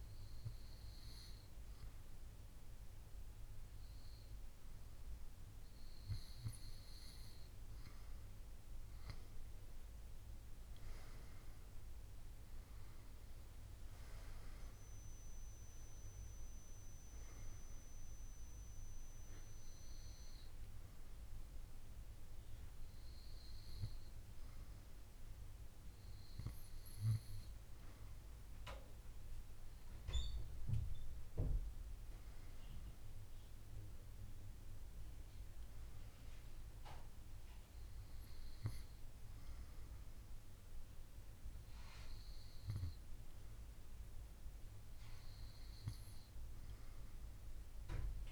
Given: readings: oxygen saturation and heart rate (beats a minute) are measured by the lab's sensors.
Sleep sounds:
breathing in sleep by a room microphone; none
none scored
From the record:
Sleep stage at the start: N2 (light sleep); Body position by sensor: on the right side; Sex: female

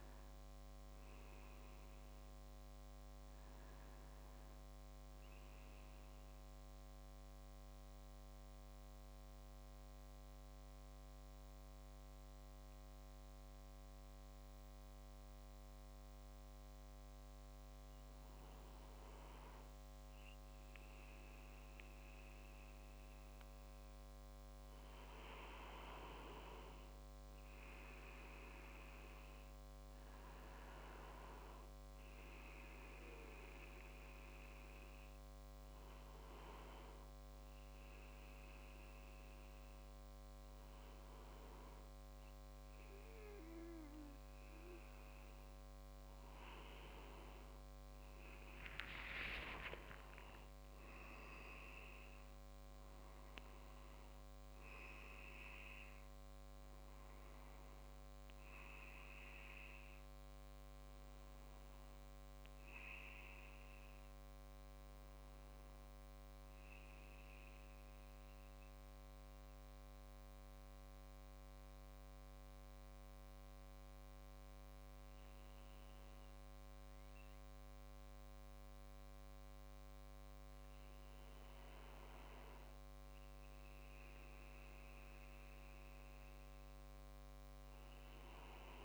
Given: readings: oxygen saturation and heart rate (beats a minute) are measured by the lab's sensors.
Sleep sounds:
breathing in sleep by a microphone on the trachea; 3
6.00-24.50 s: mixed apnea (oxygen 97% before, 95% lowest)
27.00-30.50 s: arousal
36.50-48.50 s: hypopnea (oxygen 98% before, 95% lowest)
50.50-54.50 s: arousal
66.50-82.00 s: mixed apnea (oxygen 97% before, 95% lowest)
75.00-88.85 s: new sleep stage, N1 (lightest sleep)
84.00-87.00 s: arousal
From the record:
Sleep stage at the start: N2 (light sleep); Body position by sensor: on the back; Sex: male

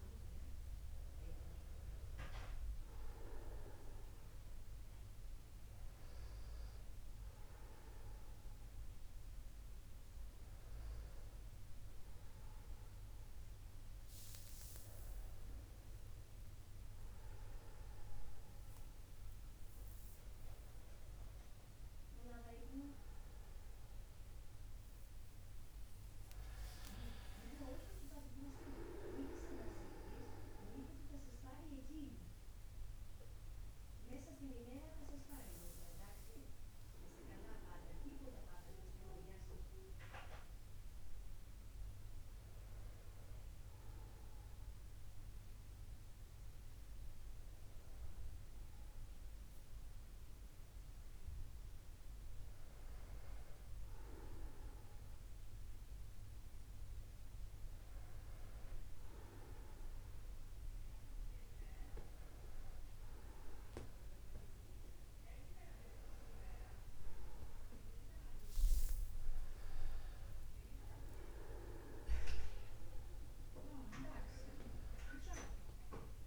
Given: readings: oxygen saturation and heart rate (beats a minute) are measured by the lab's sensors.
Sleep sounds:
a person awake in a sleep study, by a room microphone; none
57.00-59.00 s: long interval between heartbeats (device-marked, heart rate 50 before, 58 extreme)
From the record:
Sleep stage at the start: awake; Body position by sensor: upright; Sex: male

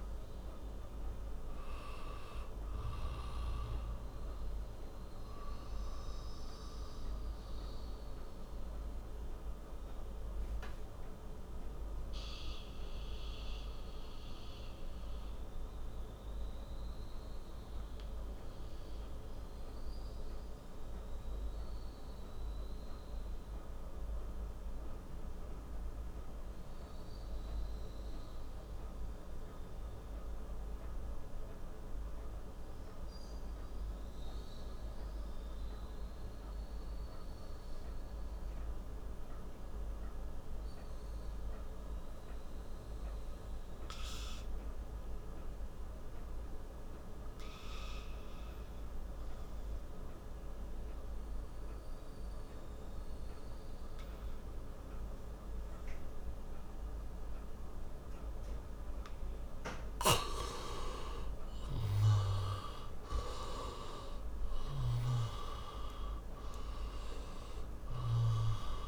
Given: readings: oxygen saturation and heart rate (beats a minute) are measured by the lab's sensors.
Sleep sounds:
breathing in sleep by a room microphone; 1
0.00-5.00 s: oxygen desaturation (device-marked, oxygen 93% lowest)
3.00-60.50 s: mixed apnea (oxygen 96% before, 80% lowest)
7.00-25.00 s: oxygen desaturation (device-marked, oxygen 95% before, 82% lowest)
41.00-68.88 s: oxygen desaturation (device-marked, oxygen 99% before, 80% lowest)
62.00-65.50 s: arousal
From the record:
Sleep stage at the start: N2 (light sleep); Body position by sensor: on the back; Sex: male

